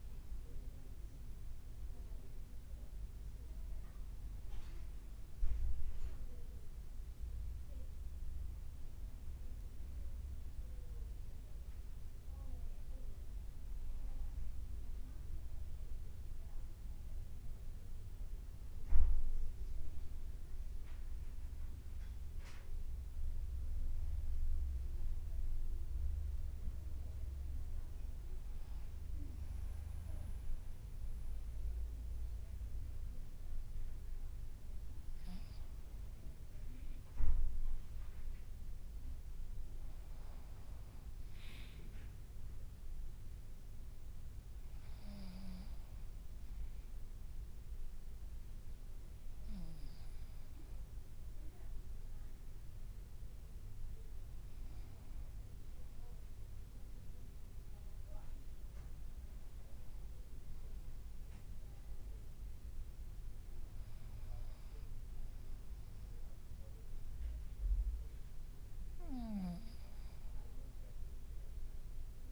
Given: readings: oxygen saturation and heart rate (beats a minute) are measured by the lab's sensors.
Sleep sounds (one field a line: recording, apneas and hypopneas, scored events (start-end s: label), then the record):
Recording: breathing in sleep, hard to hear, by a room microphone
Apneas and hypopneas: 1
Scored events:
22.50-34.00 s: hypopnea (oxygen 98% before, 93% lowest, heart rate 62 before, 57 extreme, up 0 after)
36.00-39.50 s: arousal
58.50-65.00 s: leg movement (device-marked)
68.50-72.00 s: arousal
From the record:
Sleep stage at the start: N2 (light sleep)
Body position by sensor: on the back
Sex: male